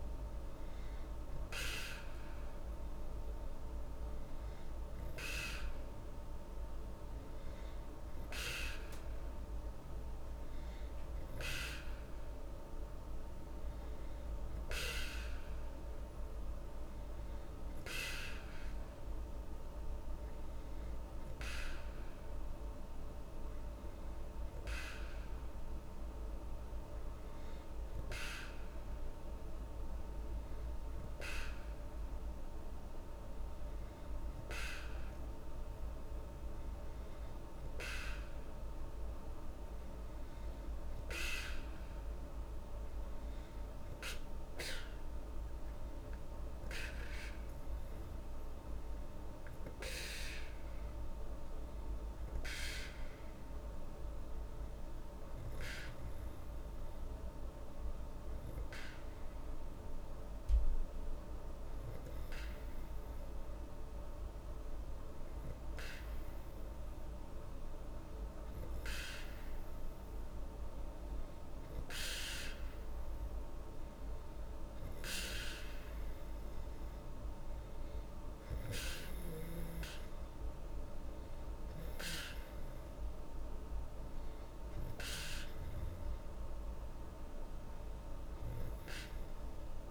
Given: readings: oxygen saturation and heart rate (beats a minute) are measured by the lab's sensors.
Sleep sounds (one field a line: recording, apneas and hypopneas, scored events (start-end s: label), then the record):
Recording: breathing in sleep by a room microphone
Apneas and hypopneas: 1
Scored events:
51.00-66.00 s: hypopnea (oxygen 96% before, 94% lowest, heart rate 80 before, 78 extreme, up 1 after)
68.50-72.00 s: arousal
From the record:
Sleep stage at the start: N2 (light sleep)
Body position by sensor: on the back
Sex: female